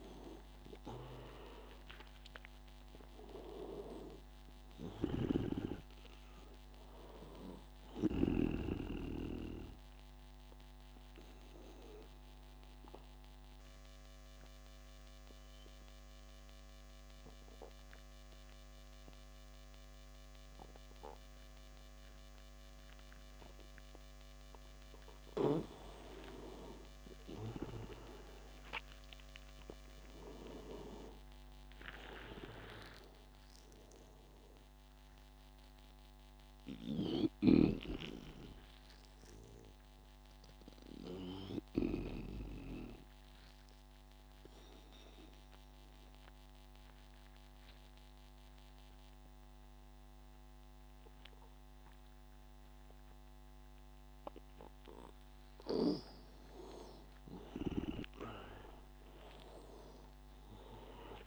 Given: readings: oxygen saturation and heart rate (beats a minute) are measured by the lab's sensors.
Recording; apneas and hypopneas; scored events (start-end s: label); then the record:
breathing in sleep by a microphone on the trachea; 2
0.00-4.50 s: arousal
2.00-22.00 s: oxygen desaturation (device-marked, oxygen 96% before, 89% lowest, heart rate 85 before, 81 extreme)
5.00-8.50 s: snoring (device-marked)
11.00-26.00 s: obstructive apnea (oxygen 98% before, 89% lowest, heart rate 87 before, 83 extreme, up 10 after)
31.00-35.50 s: arousal
34.00-48.00 s: oxygen desaturation (device-marked, oxygen 98% before, 90% lowest, heart rate 87 before, 85 extreme)
37.00-42.50 s: snoring (device-marked)
42.50-54.50 s: obstructive apnea (oxygen 98% before, 90% lowest, heart rate 90 before, 85 extreme, up 10 after)
57.00-60.50 s: arousal
From the record:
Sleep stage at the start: N2 (light sleep); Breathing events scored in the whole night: 284 in 4.1 hours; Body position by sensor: on the back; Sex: male